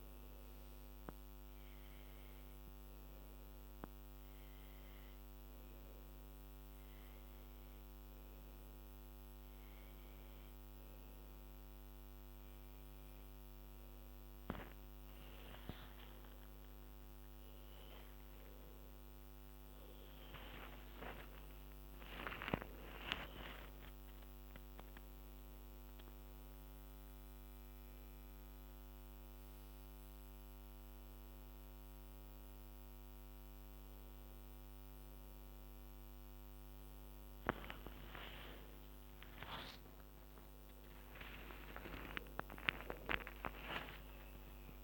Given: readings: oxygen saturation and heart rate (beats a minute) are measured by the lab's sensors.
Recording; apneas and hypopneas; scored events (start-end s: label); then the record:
breathing in sleep by a microphone on the trachea; none
1.50-44.84 s: new sleep stage, N1 (lightest sleep)
17.00-22.50 s: arousal
38.50-44.00 s: arousal
From the record:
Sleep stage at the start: N2 (light sleep); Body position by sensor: on the back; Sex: female